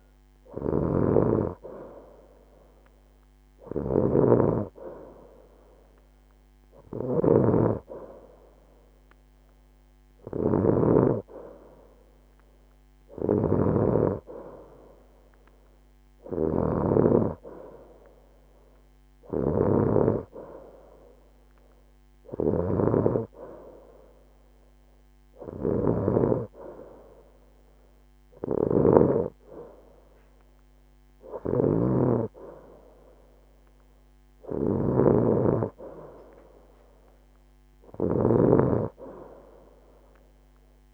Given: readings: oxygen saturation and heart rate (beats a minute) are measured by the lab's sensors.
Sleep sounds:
breathing in sleep by a microphone on the trachea; none
none scored
From the record:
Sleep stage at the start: N2 (light sleep); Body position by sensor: on the right side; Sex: female

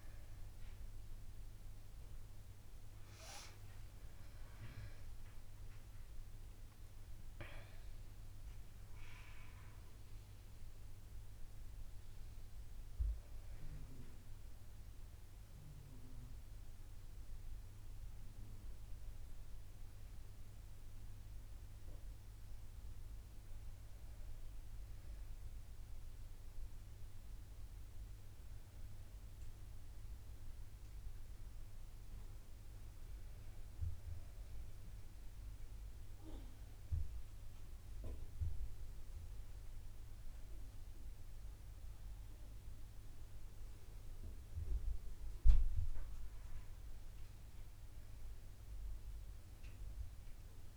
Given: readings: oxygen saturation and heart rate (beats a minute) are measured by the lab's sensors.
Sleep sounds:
breathing in sleep, hard to hear, by a room microphone; none
2.50-8.00 s: arousal
From the record:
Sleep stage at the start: N1 (lightest sleep); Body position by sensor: on the back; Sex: female

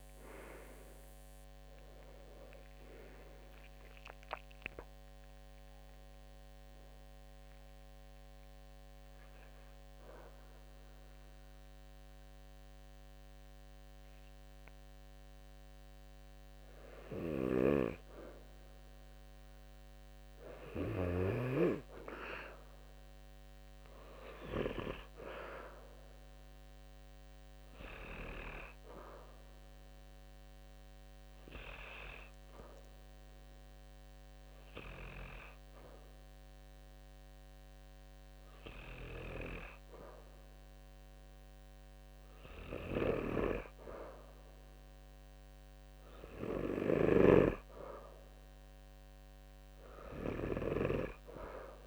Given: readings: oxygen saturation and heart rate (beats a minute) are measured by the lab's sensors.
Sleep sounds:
breathing in sleep by a microphone on the trachea; 2
6.00-16.50 s: obstructive apnea (oxygen 95% before, 90% lowest, heart rate 76 before, 69 extreme, up 4 after)
19.50-22.50 s: arousal
25.50-39.50 s: obstructive apnea (oxygen 95% before, 90% lowest, heart rate 74 before, 68 extreme, up 1 after)
28.00-42.00 s: oxygen desaturation (device-marked, oxygen 95% before, 90% lowest, heart rate 72 before, 68 extreme)
44.00-47.50 s: arousal
From the record:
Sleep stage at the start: N2 (light sleep); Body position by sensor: on the back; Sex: male

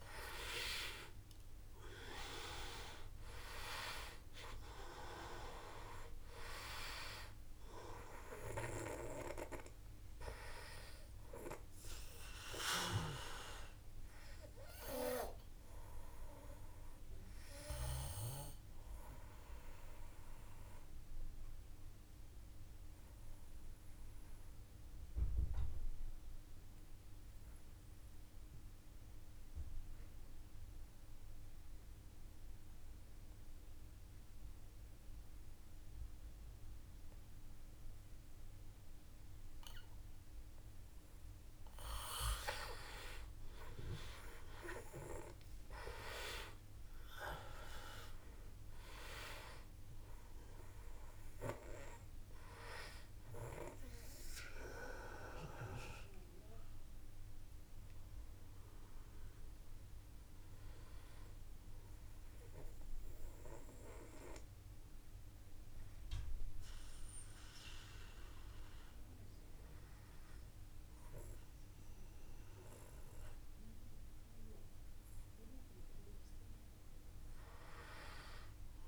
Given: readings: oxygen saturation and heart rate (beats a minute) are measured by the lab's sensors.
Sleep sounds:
breathing in sleep by a room microphone; 2
0.00-2.50 s: arousal
0.00-32.50 s: oxygen desaturation (device-marked, oxygen 89% lowest, heart rate 51 extreme)
18.00-39.00 s: obstructive apnea (oxygen 97% before, 89% lowest, heart rate 53 before, 51 extreme, up 5 after)
43.00-47.50 s: arousal
47.50-76.50 s: oxygen desaturation (device-marked, oxygen 97% before, 91% lowest, heart rate 53 before, 53 extreme)
62.00-73.50 s: obstructive apnea (oxygen 98% before, 89% lowest, heart rate 54 before, 53 extreme, up 2 after)
76.50-78.88 s: arousal
From the record:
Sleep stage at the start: N2 (light sleep); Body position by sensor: on the back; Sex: male

